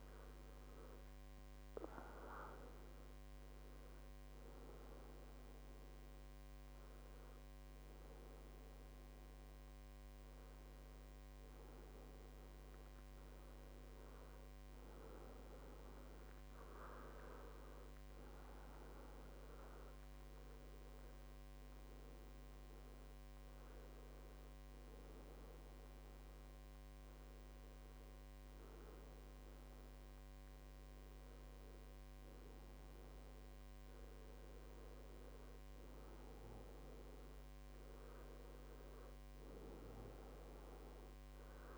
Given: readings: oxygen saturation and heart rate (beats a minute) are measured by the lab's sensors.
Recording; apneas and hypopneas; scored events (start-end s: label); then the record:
breathing in sleep by a microphone on the trachea; none
10.00-12.00 s: long interval between heartbeats (device-marked, heart rate 74 before, 75 extreme)
From the record:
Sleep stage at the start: N2 (light sleep); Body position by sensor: on the back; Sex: male